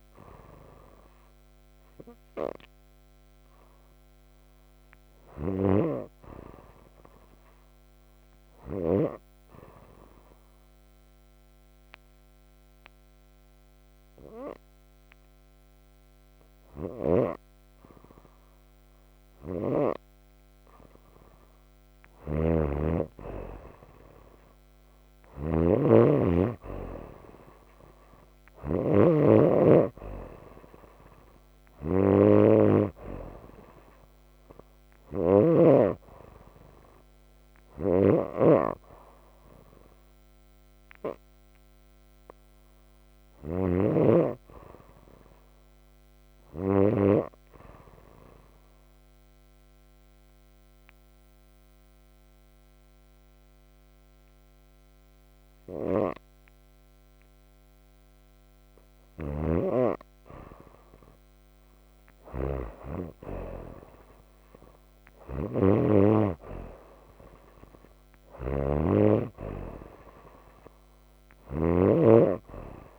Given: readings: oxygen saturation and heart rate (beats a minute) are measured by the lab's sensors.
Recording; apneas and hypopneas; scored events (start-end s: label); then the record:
breathing in sleep by a microphone on the trachea; 2
0.00-5.50 s: snoring (device-marked)
0.00-11.00 s: oxygen desaturation (device-marked, oxygen 84% lowest, heart rate 42 extreme)
9.50-20.50 s: obstructive apnea (oxygen 92% before, 93% lowest, heart rate 57 before, 29 extreme, up 1 after)
19.00-35.50 s: snoring (device-marked)
23.50-28.00 s: arousal
37.50-47.00 s: snoring (device-marked)
47.50-59.00 s: obstructive apnea (oxygen 98% before, 93% lowest)
52.00-65.00 s: oxygen desaturation (device-marked, oxygen 96% before, 93% lowest)
59.00-72.99 s: snoring (device-marked)
60.00-62.50 s: arousal
From the record:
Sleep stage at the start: N2 (light sleep); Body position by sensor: on the right side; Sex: female